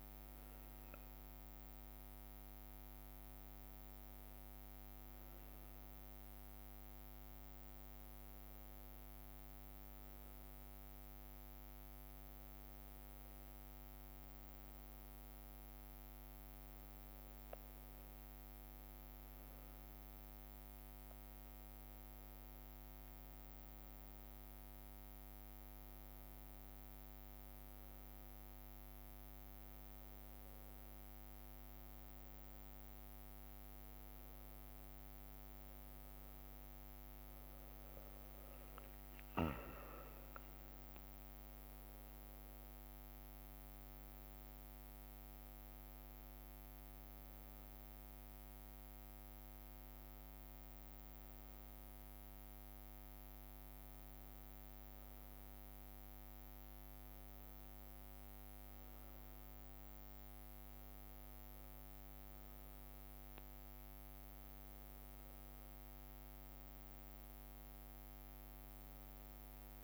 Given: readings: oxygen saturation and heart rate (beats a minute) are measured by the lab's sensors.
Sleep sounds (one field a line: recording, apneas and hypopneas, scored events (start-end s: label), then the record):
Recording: a person partly awake in a sleep study, hard to hear, by a microphone on the trachea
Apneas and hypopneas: none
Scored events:
2.00-26.00 s: drop in pulse transit time (device-marked, heart rate 98 before, 65 extreme)
7.00-69.84 s: new sleep stage, N1 (lightest sleep)
29.50-31.50 s: leg movement (device-marked)
29.50-31.50 s: long interval between heartbeats (device-marked, heart rate 65 before, 70 extreme)
From the record:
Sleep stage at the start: awake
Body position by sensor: on the back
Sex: male